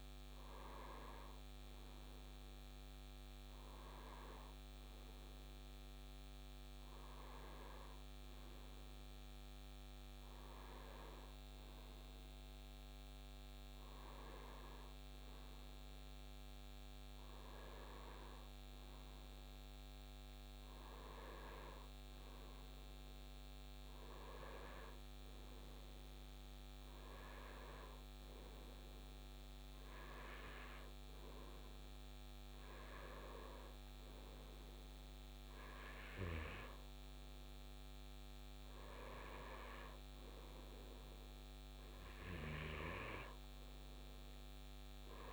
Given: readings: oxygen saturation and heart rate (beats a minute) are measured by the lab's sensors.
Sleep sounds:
a person partly awake in a sleep study, by a microphone on the trachea; none
22.50-45.33 s: new sleep stage, N1 (lightest sleep)
From the record:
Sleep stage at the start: awake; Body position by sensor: on the right side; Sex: male

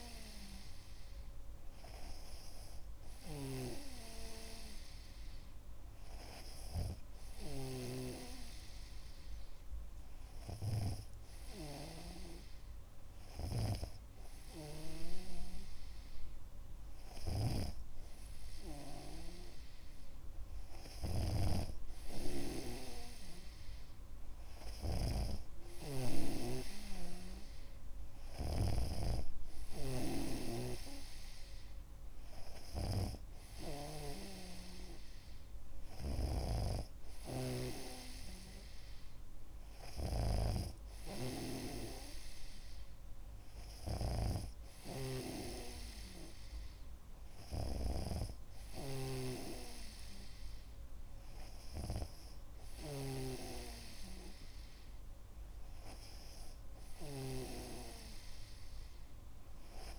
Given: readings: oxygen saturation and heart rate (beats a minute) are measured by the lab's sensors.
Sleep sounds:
breathing in sleep by a room microphone; none
3.50-11.50 s: snoring (device-marked)
17.50-59.99 s: snoring (device-marked)
From the record:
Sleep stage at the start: N2 (light sleep); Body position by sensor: on the back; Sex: male

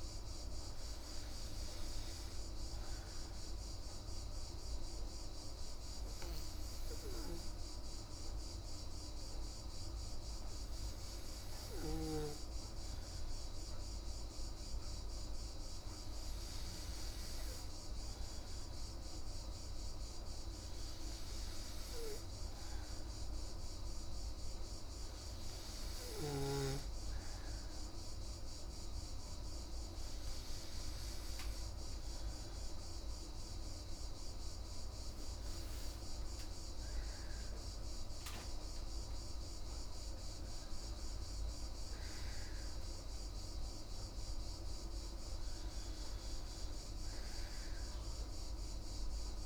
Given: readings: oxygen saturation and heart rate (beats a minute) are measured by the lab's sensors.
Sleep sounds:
breathing in sleep, hard to hear, by a room microphone; none
0.00-10.00 s: oxygen desaturation (device-marked, oxygen 93% lowest, heart rate 28 extreme)
From the record:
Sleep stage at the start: N2 (light sleep); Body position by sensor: on the back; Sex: female

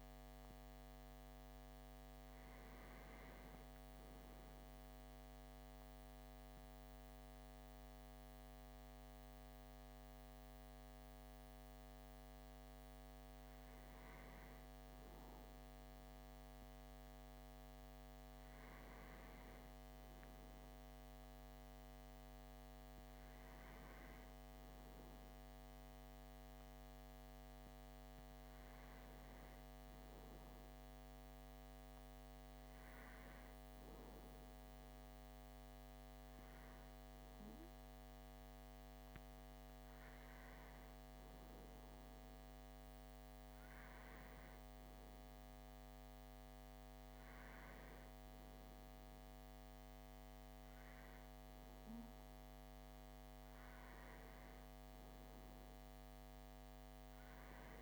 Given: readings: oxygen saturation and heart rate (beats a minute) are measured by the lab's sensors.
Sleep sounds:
breathing in sleep, hard to hear, by a microphone on the trachea; 1
3.00-13.50 s: central apnea (oxygen 96% before, 94% lowest, heart rate 59 before, 55 extreme, up 0 after)
16.50-21.00 s: arousal
From the record:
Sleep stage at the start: REM sleep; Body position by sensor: on the back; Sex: male

